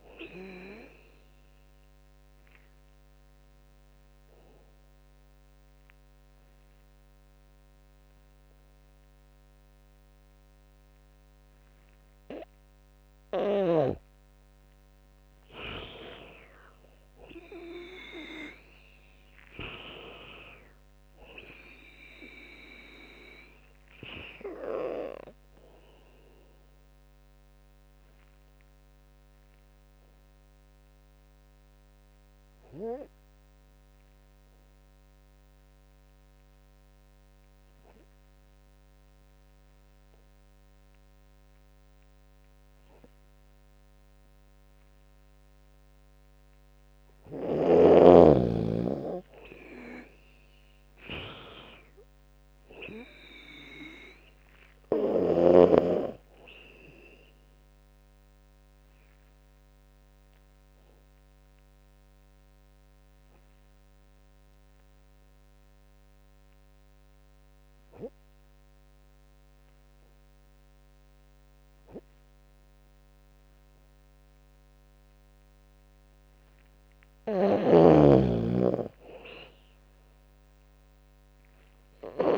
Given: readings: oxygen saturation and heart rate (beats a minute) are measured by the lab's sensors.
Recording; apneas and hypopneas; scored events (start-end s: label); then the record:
breathing in sleep by a microphone on the trachea; 3
0.00-6.00 s: drop in pulse transit time (device-marked, heart rate 83 extreme)
2.50-13.50 s: obstructive apnea (oxygen 99% before, 93% lowest, heart rate 79 before, 65 extreme, up 7 after)
3.00-15.00 s: oxygen desaturation (device-marked, oxygen 99% before, 93% lowest, heart rate 80 before, 65 extreme)
16.00-27.00 s: drop in pulse transit time (device-marked, heart rate 83 before, 75 extreme)
16.50-19.50 s: arousal
17.00-36.00 s: oxygen desaturation (device-marked, oxygen 98% before, 94% lowest, heart rate 83 before, 65 extreme)
26.00-45.50 s: obstructive apnea (oxygen 98% before, 93% lowest, heart rate 82 before, 65 extreme, up 15 after)
48.00-51.50 s: arousal
49.00-62.00 s: drop in pulse transit time (device-marked, heart rate 70 before, 73 extreme)
49.00-70.00 s: oxygen desaturation (device-marked, oxygen 98% before, 93% lowest, heart rate 70 before, 68 extreme)
56.50-75.00 s: obstructive apnea (oxygen 99% before, 92% lowest, heart rate 75 before, 68 extreme, up 10 after)
76.50-82.00 s: snoring (device-marked)
78.00-81.00 s: arousal
79.00-82.38 s: drop in pulse transit time (device-marked, heart rate 75 before, 75 extreme)
From the record:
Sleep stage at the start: N2 (light sleep); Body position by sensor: on the back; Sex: female